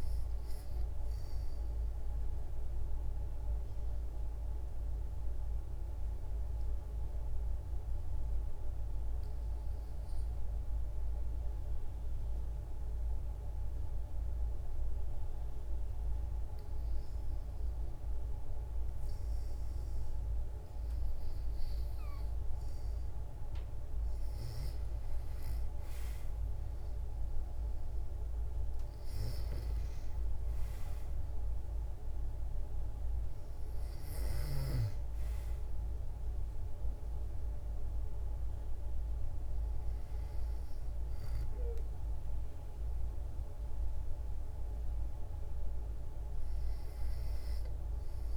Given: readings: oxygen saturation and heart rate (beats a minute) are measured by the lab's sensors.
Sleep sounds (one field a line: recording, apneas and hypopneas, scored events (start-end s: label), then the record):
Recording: breathing in sleep, hard to hear, by a room microphone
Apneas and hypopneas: 1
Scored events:
2.00-20.50 s: hypopnea (oxygen 92% before, 88% lowest, heart rate 69 before, 63 extreme, up 6 after)
20.00-48.00 s: oxygen desaturation (device-marked, oxygen 96% before, 88% lowest, heart rate 64 before, 62 extreme)
23.00-28.00 s: arousal
29.00-34.50 s: snoring (device-marked)
From the record:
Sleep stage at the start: REM sleep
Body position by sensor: on the back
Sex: female